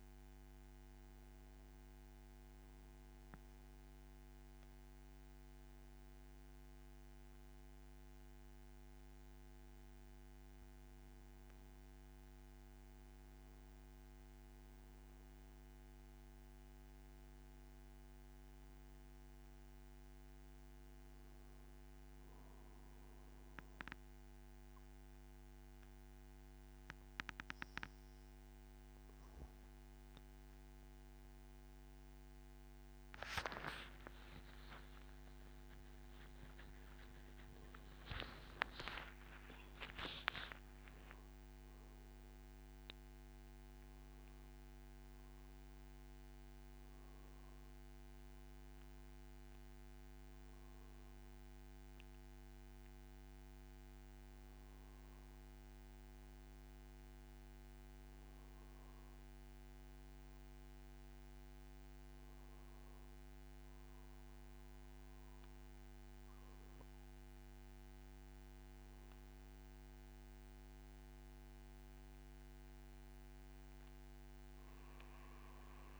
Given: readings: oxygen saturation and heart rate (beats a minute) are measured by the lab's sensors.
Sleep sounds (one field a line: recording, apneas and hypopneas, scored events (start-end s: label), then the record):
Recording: breathing in sleep by a microphone on the trachea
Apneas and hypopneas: none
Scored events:
35.00-42.00 s: arousal
73.50-76.00 s: new sleep stage, N2 (light sleep)
From the record:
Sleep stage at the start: N1 (lightest sleep)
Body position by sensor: on the back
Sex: male